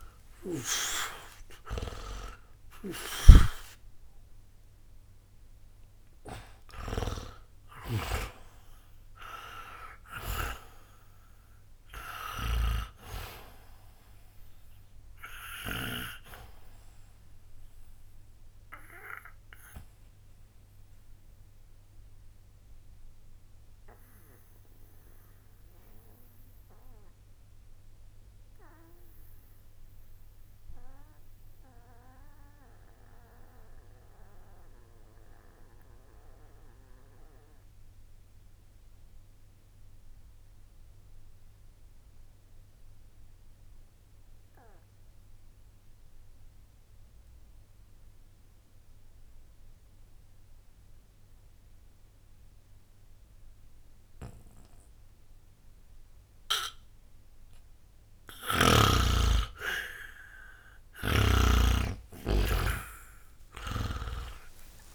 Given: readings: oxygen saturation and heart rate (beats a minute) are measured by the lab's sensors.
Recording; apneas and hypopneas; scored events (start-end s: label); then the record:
breathing in sleep by a room microphone; 1
0.00-39.50 s: oxygen desaturation (device-marked, oxygen 77% lowest, heart rate 60 extreme)
19.50-57.00 s: obstructive apnea (oxygen 96% before, 77% lowest, heart rate 65 before, 60 extreme, up 0 after)
55.50-64.95 s: oxygen desaturation (device-marked, oxygen 99% before, 79% lowest, heart rate 60 before, 59 extreme)
60.50-64.95 s: snoring (device-marked)
62.50-64.95 s: arousal
From the record:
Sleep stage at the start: N2 (light sleep); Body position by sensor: on the back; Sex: male